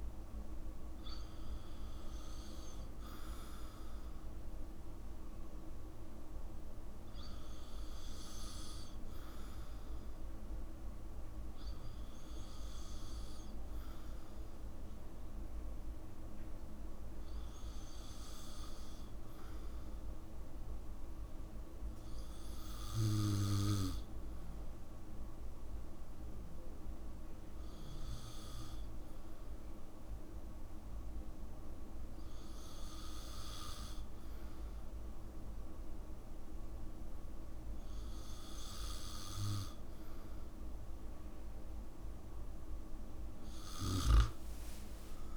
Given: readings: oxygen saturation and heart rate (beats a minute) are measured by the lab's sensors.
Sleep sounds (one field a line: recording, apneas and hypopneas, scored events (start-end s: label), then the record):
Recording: breathing in sleep, hard to hear, by a room microphone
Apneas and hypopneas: none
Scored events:
44.00-45.36 s: long interval between heartbeats (device-marked, heart rate 62 before, 75 extreme)
From the record:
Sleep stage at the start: N2 (light sleep)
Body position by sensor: on the back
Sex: male